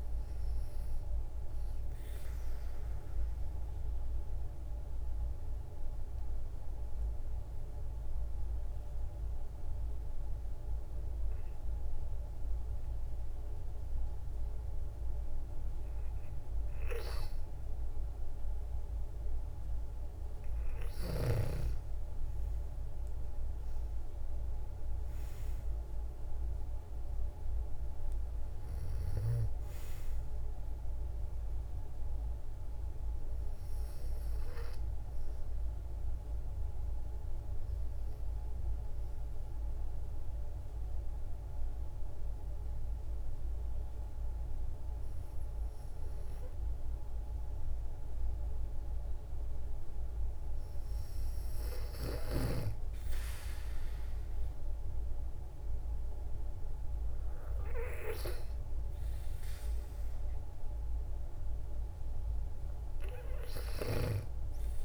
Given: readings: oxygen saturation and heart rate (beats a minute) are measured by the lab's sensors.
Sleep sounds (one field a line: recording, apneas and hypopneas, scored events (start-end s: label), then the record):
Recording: breathing in sleep by a room microphone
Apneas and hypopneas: 2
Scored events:
1.50-16.00 s: obstructive apnea (oxygen 97% before, 91% lowest, heart rate 58 before, 56 extreme, up 6 after)
19.00-46.00 s: oxygen desaturation (device-marked, oxygen 96% before, 91% lowest, heart rate 58 before, 55 extreme)
21.00-25.00 s: arousal
36.50-50.00 s: obstructive apnea (oxygen 96% before, 91% lowest, heart rate 60 before, 55 extreme, up 4 after)
52.50-56.00 s: arousal
From the record:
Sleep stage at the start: N2 (light sleep)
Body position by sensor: on the back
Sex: female